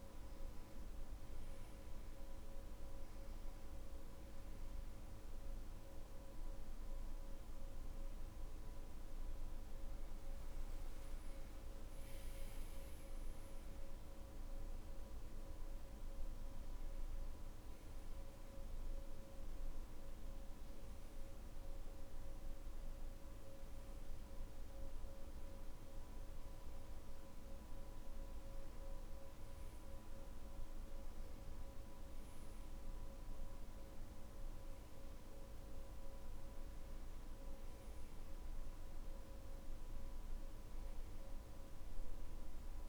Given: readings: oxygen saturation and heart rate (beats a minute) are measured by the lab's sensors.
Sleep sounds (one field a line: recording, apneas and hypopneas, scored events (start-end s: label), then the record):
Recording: breathing in sleep, hard to hear, by a room microphone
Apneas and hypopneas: none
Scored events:
none scored
From the record:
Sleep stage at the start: N2 (light sleep)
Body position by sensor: on the back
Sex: male